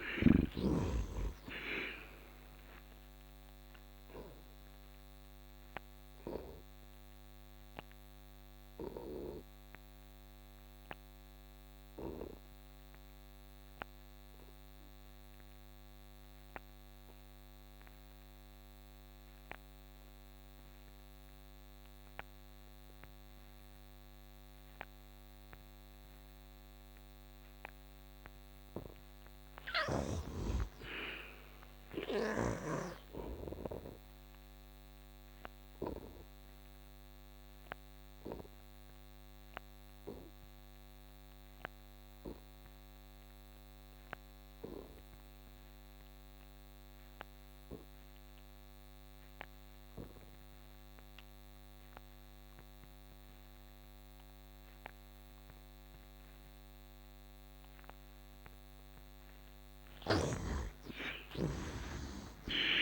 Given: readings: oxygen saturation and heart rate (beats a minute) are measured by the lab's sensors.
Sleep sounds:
breathing in sleep by a microphone on the trachea; 2
0.00-13.00 s: oxygen desaturation (device-marked, oxygen 54% lowest, heart rate 71 extreme)
3.00-27.00 s: obstructive apnea (oxygen 87% before, 54% lowest, heart rate 78 before, 71 extreme, up 9 after)
25.00-48.00 s: oxygen desaturation (device-marked, oxygen 78% before, 58% lowest, heart rate 77 before, 73 extreme)
29.00-32.00 s: arousal
35.00-58.50 s: obstructive apnea (oxygen 78% before, 54% lowest, heart rate 74 before, 68 extreme, up 15 after)
56.00-62.82 s: oxygen desaturation (device-marked, oxygen 88% before, 54% lowest, heart rate 79 before, 66 extreme)
59.50-62.82 s: snoring (device-marked)
61.00-62.82 s: arousal
From the record:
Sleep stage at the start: N2 (light sleep); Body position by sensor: on the back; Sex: male

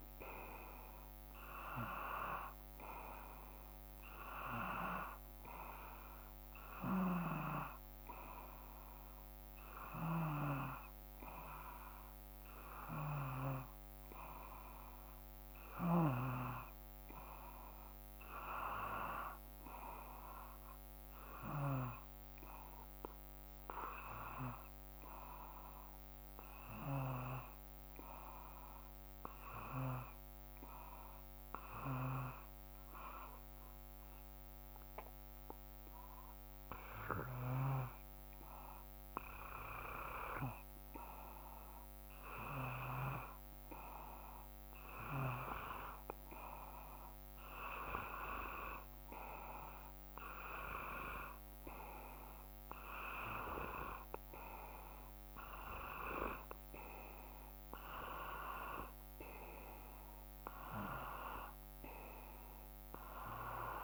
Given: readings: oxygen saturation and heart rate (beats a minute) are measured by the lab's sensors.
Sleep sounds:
breathing in sleep by a microphone on the trachea; 1
0.00-7.00 s: drop in pulse transit time (device-marked, heart rate 56 extreme)
0.00-15.00 s: oxygen desaturation (device-marked, oxygen 91% lowest, heart rate 54 extreme)
18.00-22.00 s: arousal
27.00-40.50 s: obstructive apnea (oxygen 95% before, 91% lowest, heart rate 55 before, 54 extreme, up 3 after)
43.00-47.50 s: arousal
44.00-63.84 s: oxygen desaturation (device-marked, oxygen 94% before, 91% lowest, heart rate 55 before, 53 extreme)
From the record:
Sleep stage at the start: N2 (light sleep); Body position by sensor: on the back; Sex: male

